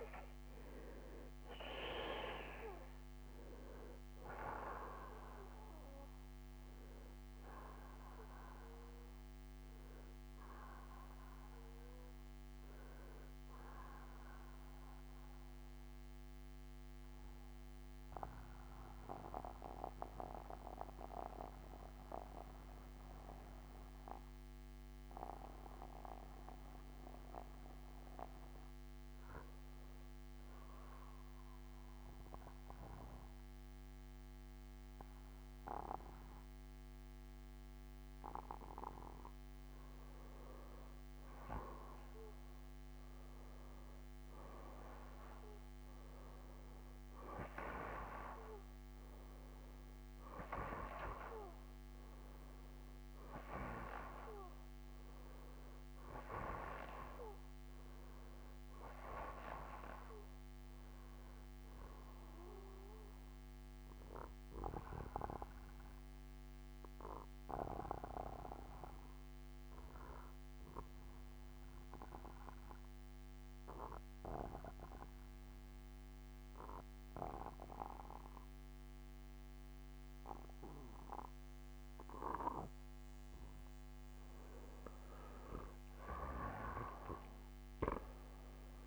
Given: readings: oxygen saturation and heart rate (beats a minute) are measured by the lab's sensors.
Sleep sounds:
breathing in sleep by a microphone on the trachea; 2
0.00-11.00 s: oxygen desaturation (device-marked, oxygen 84% lowest, heart rate 61 extreme)
15.50-37.50 s: hypopnea (oxygen 97% before, 89% lowest, heart rate 65 before, 61 extreme, up 2 after)
33.00-64.00 s: oxygen desaturation (device-marked, oxygen 97% before, 90% lowest, heart rate 62 before, 61 extreme)
39.50-43.00 s: arousal
64.00-81.50 s: obstructive apnea (oxygen 95% before, 88% lowest, heart rate 63 before, 62 extreme, up 3 after)
85.00-88.87 s: oxygen desaturation (device-marked, oxygen 94% before, 88% lowest, heart rate 63 before, 62 extreme)
85.50-88.87 s: arousal
From the record:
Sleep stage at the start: N2 (light sleep); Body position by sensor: on the back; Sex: male

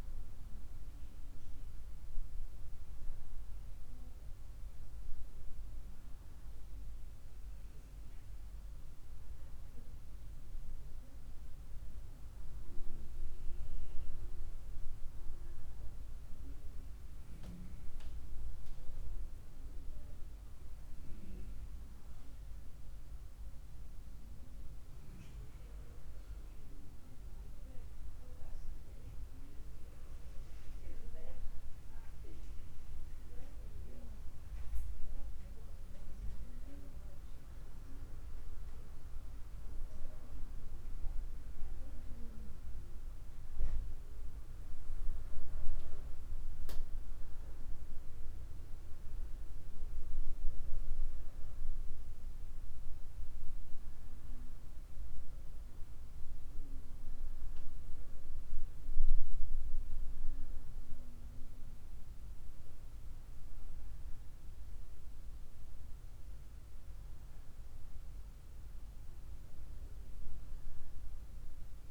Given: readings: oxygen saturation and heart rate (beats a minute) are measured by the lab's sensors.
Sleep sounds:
breathing in sleep by a room microphone; none
none scored
From the record:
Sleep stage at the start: N1 (lightest sleep); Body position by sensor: on the right side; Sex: female

